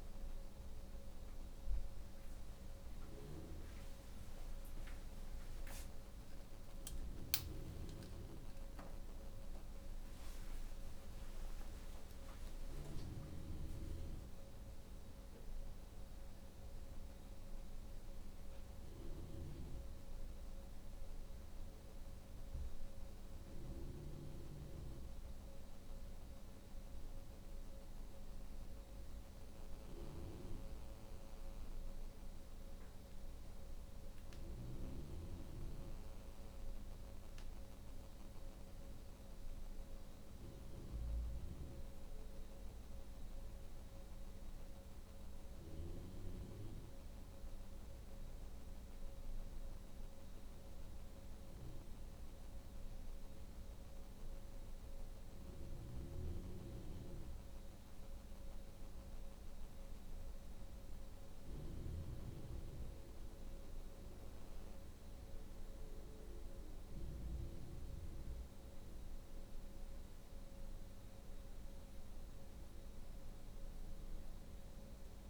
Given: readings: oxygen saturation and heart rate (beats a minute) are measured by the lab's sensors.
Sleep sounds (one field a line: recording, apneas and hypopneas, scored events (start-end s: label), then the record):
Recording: breathing in sleep by a room microphone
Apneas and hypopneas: none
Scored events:
5.00-9.50 s: arousal
From the record:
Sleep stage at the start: N2 (light sleep)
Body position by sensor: on the back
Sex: female